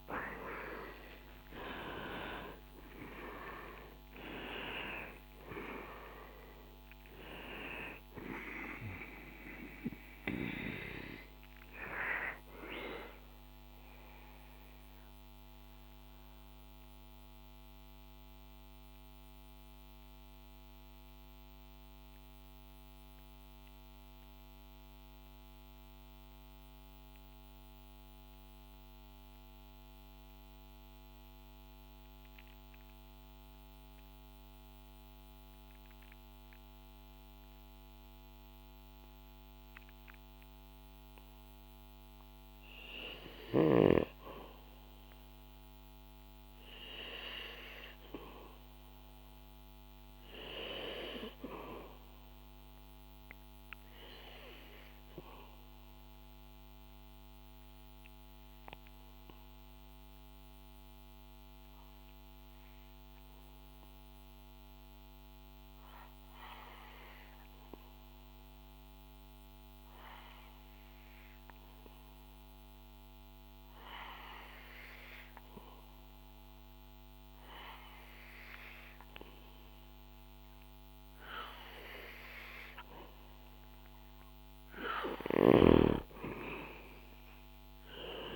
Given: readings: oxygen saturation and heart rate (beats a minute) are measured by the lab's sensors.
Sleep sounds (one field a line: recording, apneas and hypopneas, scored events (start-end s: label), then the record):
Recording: breathing in sleep by a microphone on the trachea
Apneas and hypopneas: 2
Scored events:
0.00-3.50 s: arousal
0.00-11.50 s: oxygen desaturation (device-marked, oxygen 90% lowest, heart rate 56 extreme)
12.50-42.00 s: mixed apnea (oxygen 94% before, 83% lowest, heart rate 71 before, 56 extreme, up 0 after)
18.50-30.50 s: oxygen desaturation (device-marked, oxygen 94% before, 83% lowest, heart rate 72 before, 58 extreme)
44.50-50.00 s: arousal
55.00-81.00 s: obstructive apnea (oxygen 99% before, 92% lowest, heart rate 64 before, 61 extreme, up 6 after)
56.50-69.50 s: oxygen desaturation (device-marked, oxygen 96% before, 93% lowest, heart rate 64 before, 61 extreme)
80.50-82.50 s: oxygen desaturation (device-marked, oxygen 96% before, 94% lowest, heart rate 63 before, 62 extreme)
From the record:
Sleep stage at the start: N2 (light sleep)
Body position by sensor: on the back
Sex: male